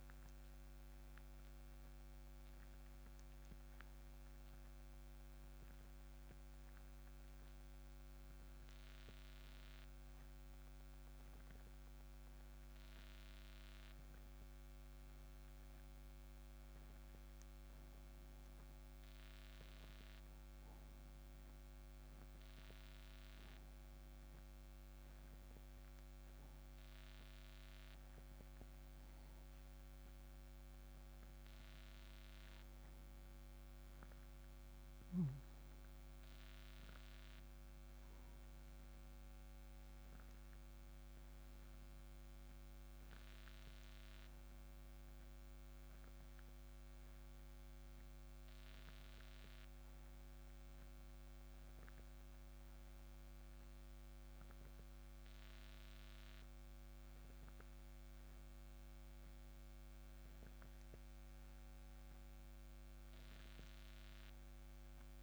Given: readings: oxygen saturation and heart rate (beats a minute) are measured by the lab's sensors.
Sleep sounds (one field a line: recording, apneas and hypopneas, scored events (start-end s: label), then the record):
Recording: breathing in sleep, hard to hear, by a microphone on the trachea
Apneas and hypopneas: 1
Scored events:
0.00-3.50 s: arousal
20.00-30.50 s: obstructive apnea (oxygen 97% before, 93% lowest, heart rate 36 before, 85 extreme, up 21 after)
34.00-39.50 s: arousal
From the record:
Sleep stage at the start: N2 (light sleep)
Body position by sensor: on the right side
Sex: male